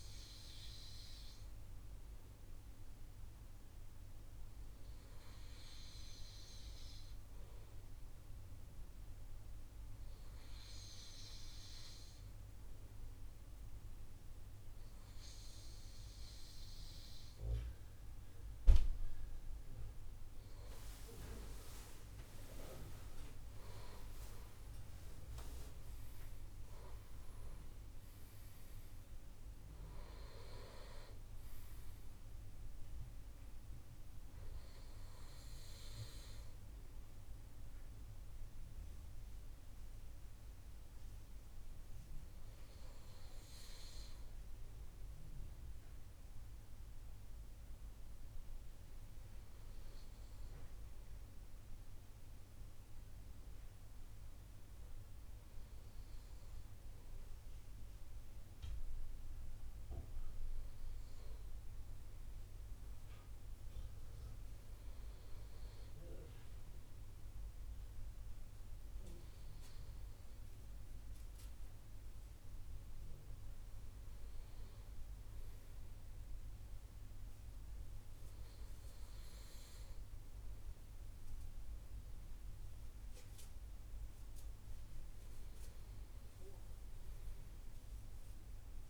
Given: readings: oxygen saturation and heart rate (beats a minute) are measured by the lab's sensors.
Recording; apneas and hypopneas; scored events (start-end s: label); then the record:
breathing in sleep by a room microphone; 1
28.00-33.00 s: arousal
36.50-57.50 s: hypopnea (oxygen 96% before, 94% lowest, heart rate 70 before, 60 extreme, up 1 after)
59.50-63.50 s: arousal
From the record:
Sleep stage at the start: N2 (light sleep); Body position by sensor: on the right side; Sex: male